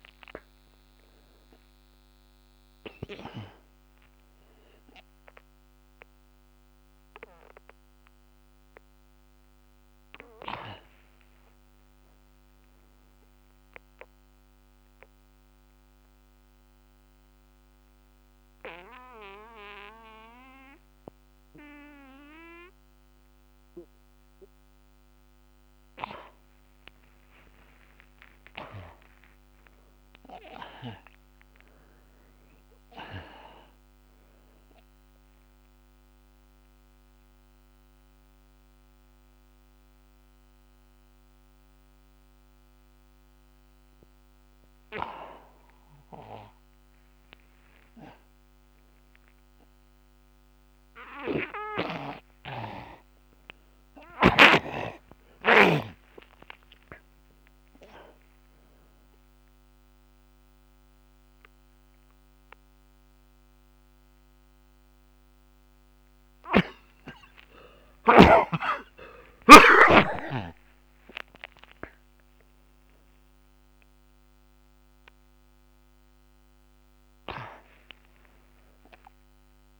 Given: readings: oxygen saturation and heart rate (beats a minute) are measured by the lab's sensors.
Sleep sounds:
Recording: breathing in sleep by a microphone on the trachea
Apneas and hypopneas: 2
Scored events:
15.00-26.00 s: mixed apnea (oxygen 94% before, 84% lowest)
28.00-32.00 s: arousal
31.50-54.50 s: oxygen desaturation (device-marked, oxygen 98% before, 84% lowest)
35.00-45.00 s: central apnea (oxygen 98% before, 84% lowest)
47.50-51.50 s: arousal
67.50-75.50 s: oxygen desaturation (device-marked, oxygen 95% before, 87% lowest)
From the record:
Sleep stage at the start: N2 (light sleep)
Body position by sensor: on the back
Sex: male

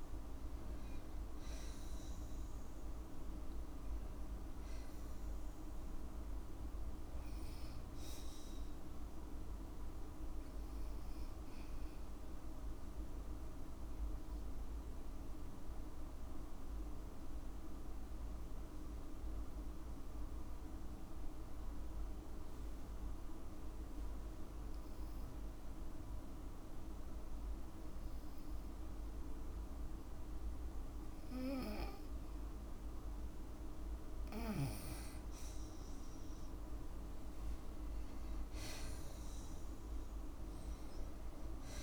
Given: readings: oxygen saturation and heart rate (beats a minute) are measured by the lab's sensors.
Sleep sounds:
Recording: breathing in sleep, hard to hear, by a room microphone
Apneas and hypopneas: 1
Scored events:
13.00-30.00 s: obstructive apnea (oxygen 98% before, 92% lowest, heart rate 58 before, 53 extreme, up 3 after)
19.00-33.00 s: oxygen desaturation (device-marked, oxygen 97% before, 92% lowest, heart rate 56 before, 54 extreme)
36.00-40.50 s: arousal
From the record:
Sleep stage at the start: N2 (light sleep)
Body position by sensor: on the back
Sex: female

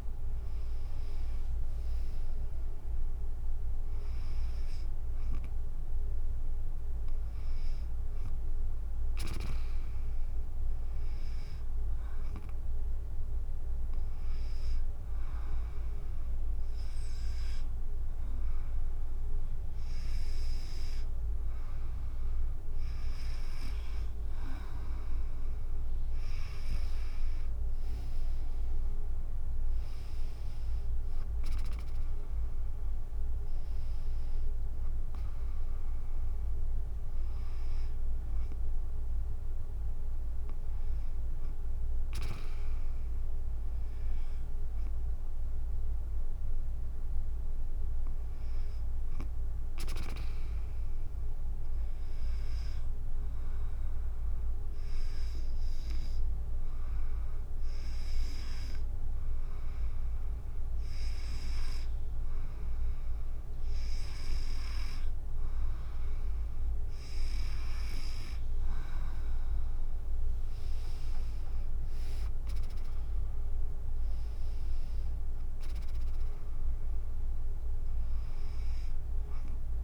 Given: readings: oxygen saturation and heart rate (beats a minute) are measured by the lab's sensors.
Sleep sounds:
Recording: breathing in sleep by a room microphone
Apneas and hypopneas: 2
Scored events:
11.50-22.50 s: hypopnea (oxygen 97% before, 94% lowest, heart rate 68 before, 63 extreme, up 13 after)
27.50-39.50 s: drop in pulse transit time (device-marked, heart rate 67 before, 69 extreme)
28.00-32.00 s: arousal
51.50-61.50 s: hypopnea (oxygen 97% before, 94% lowest, heart rate 75 before, 56 extreme, up 3 after)
70.50-74.50 s: arousal
From the record:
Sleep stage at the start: N2 (light sleep)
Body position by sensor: on the back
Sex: female

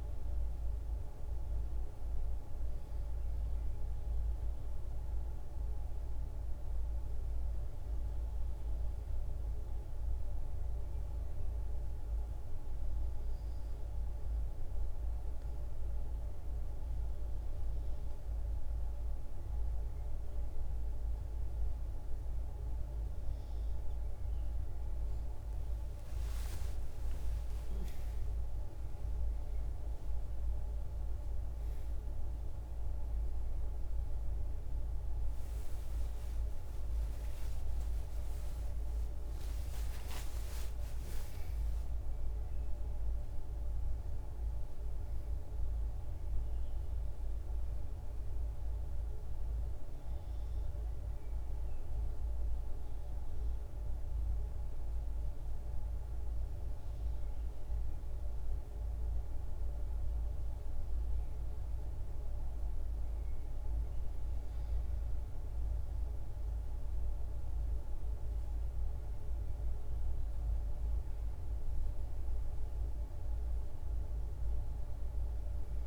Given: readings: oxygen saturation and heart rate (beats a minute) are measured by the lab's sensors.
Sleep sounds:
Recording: breathing in sleep, hard to hear, by a room microphone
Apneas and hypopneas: none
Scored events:
24.50-28.50 s: arousal
72.00-75.87 s: oxygen desaturation (device-marked, oxygen 96% before, 92% lowest, heart rate 124 before, 65 extreme)
From the record:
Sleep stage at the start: N2 (light sleep)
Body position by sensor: on the back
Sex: female

